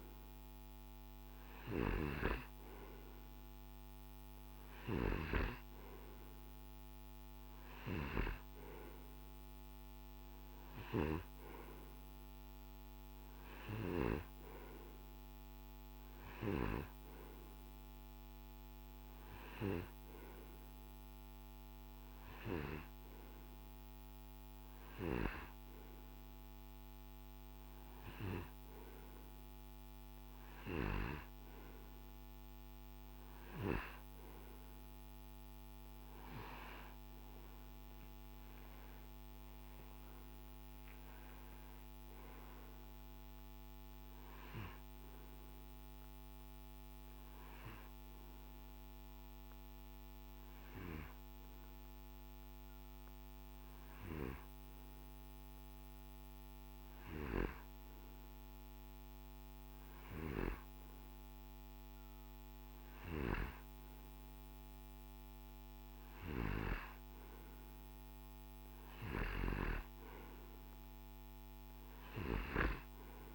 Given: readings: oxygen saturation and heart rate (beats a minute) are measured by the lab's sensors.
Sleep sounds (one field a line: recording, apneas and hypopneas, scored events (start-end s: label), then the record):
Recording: breathing in sleep by a microphone on the trachea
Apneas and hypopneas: none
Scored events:
none scored
From the record:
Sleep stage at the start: N2 (light sleep)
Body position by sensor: on the right side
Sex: male